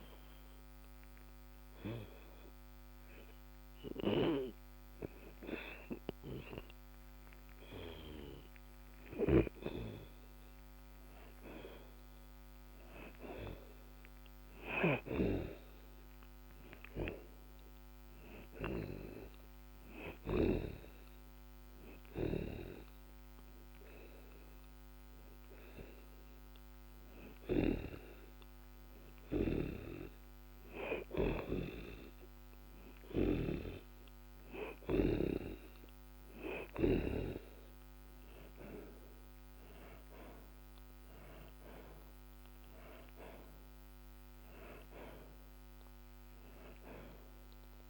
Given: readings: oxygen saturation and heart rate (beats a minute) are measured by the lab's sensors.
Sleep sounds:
breathing in sleep by a microphone on the trachea; 2
0.00-12.50 s: oxygen desaturation (device-marked, oxygen 74% lowest)
1.00-11.50 s: hypopnea (oxygen 83% before, 74% lowest)
13.00-16.00 s: arousal
21.50-35.50 s: oxygen desaturation (device-marked, oxygen 84% before, 75% lowest)
22.50-33.00 s: hypopnea (oxygen 84% before, 75% lowest)
38.00-42.50 s: arousal
41.50-47.90 s: oxygen desaturation (device-marked, oxygen 83% before, 76% lowest)
From the record:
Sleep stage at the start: N2 (light sleep); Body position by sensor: on the back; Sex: male

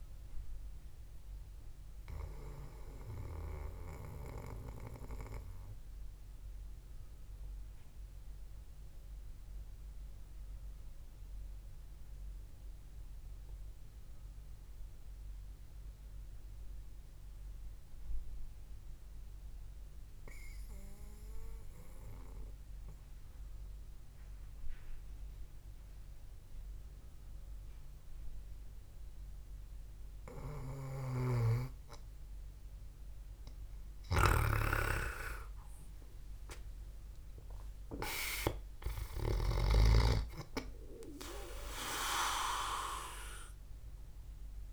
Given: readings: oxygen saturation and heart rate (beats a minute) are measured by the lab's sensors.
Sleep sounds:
breathing in sleep by a room microphone; 1
0.00-5.00 s: oxygen desaturation (device-marked, oxygen 92% lowest, heart rate 62 extreme)
2.50-32.00 s: obstructive apnea (oxygen 98% before, 91% lowest, heart rate 69 before, 56 extreme, up 8 after)
28.00-35.00 s: oxygen desaturation (device-marked, oxygen 99% before, 94% lowest, heart rate 66 before, 57 extreme)
31.50-35.00 s: snoring (device-marked)
34.50-37.50 s: arousal
From the record:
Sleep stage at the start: N2 (light sleep); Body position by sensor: on the back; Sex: male

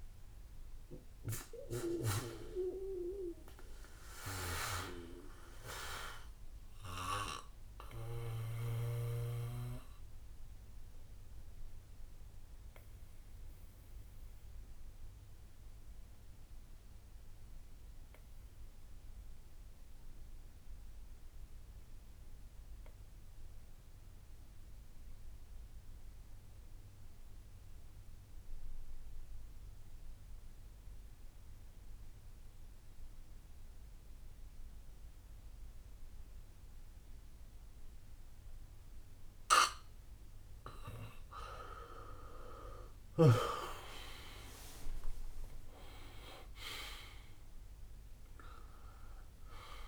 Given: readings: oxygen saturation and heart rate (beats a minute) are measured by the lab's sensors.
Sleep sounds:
breathing in sleep by a room microphone; 1
0.00-6.00 s: drop in pulse transit time (device-marked, heart rate 56 extreme)
0.00-15.00 s: oxygen desaturation (device-marked, oxygen 87% lowest, heart rate 54 extreme)
1.00-7.00 s: bradycardia (device-marked, heart rate 66 before, 54 extreme)
1.50-41.00 s: obstructive apnea (oxygen 99% before, 86% lowest, heart rate 71 before, 53 extreme, up 41 after)
2.00-8.50 s: snoring (device-marked)
14.00-18.00 s: bradycardia (device-marked, heart rate 66 before, 59 extreme)
19.00-21.00 s: bradycardia (device-marked, heart rate 66 before, 59 extreme)
23.00-26.00 s: bradycardia (device-marked, heart rate 66 before, 59 extreme)
27.00-34.00 s: bradycardia (device-marked, heart rate 66 before, 57 extreme)
34.00-49.88 s: oxygen desaturation (device-marked, oxygen 98% before, 86% lowest, heart rate 59 before, 53 extreme)
35.00-38.00 s: bradycardia (device-marked, heart rate 66 before, 58 extreme)
43.00-48.00 s: arousal
43.00-49.88 s: drop in pulse transit time (device-marked, heart rate 59 before, 62 extreme)
45.00-47.00 s: long interval between heartbeats (device-marked, heart rate 61 before, 96 extreme)
From the record:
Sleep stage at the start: N2 (light sleep); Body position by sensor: on the back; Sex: male

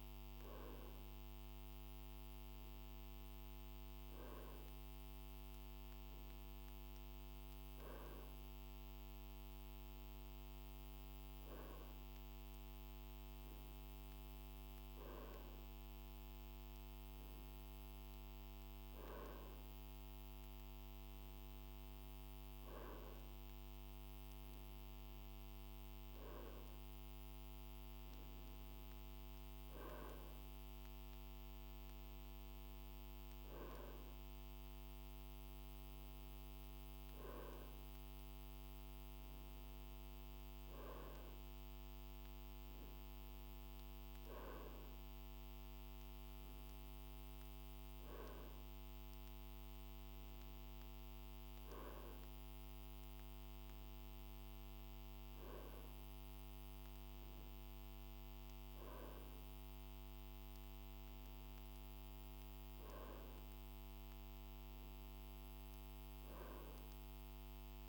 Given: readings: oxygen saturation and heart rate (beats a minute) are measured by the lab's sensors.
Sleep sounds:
breathing in sleep, hard to hear, by a microphone on the trachea; none
none scored
From the record:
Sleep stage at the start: N2 (light sleep); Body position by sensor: on the right side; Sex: male

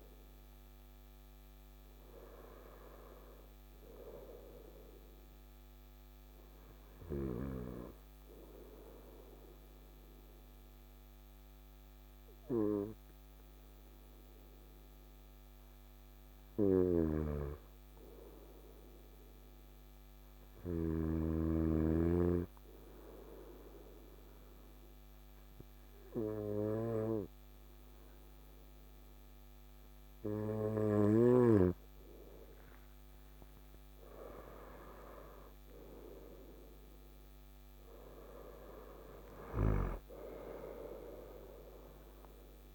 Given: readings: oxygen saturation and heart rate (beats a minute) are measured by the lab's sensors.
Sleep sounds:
breathing in sleep by a microphone on the trachea; 1
16.00-20.50 s: snoring (device-marked)
20.00-32.00 s: obstructive apnea (oxygen 97% before, 95% lowest, heart rate 59 before, 57 extreme, up 10 after)
33.50-38.50 s: arousal
From the record:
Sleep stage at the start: N2 (light sleep); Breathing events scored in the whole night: 351 in 5.6 hours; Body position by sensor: on the right side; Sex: male

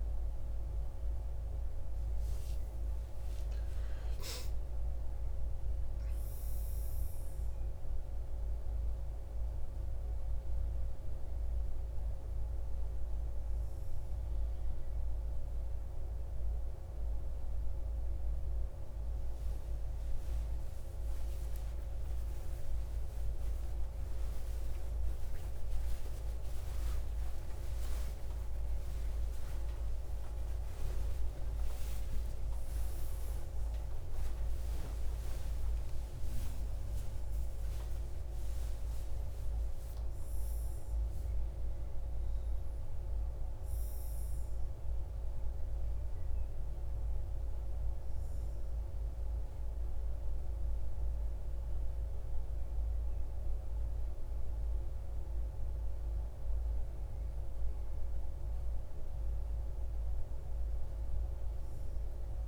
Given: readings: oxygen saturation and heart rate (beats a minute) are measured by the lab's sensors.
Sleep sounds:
a person awake in a sleep study, hard to hear, by a room microphone; none
45.50-62.48 s: new sleep stage, N1 (lightest sleep)
From the record:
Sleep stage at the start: awake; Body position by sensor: on the front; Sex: male

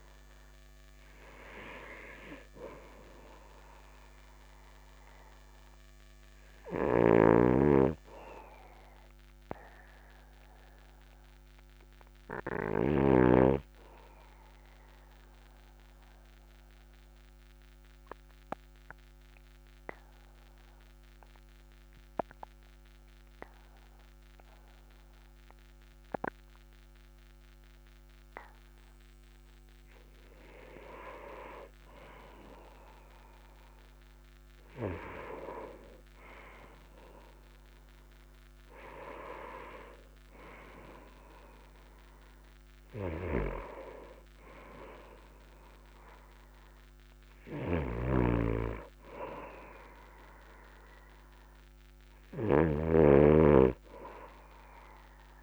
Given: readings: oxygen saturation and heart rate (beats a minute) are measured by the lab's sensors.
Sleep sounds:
breathing in sleep by a microphone on the trachea; 1
7.50-13.50 s: snoring (device-marked)
16.00-29.50 s: obstructive apnea (oxygen 99% before, 96% lowest, heart rate 46 before, 41 extreme, up 6 after)
31.00-34.50 s: arousal
48.00-53.50 s: snoring (device-marked)
From the record:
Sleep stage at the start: N2 (light sleep); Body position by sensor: on the back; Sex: male

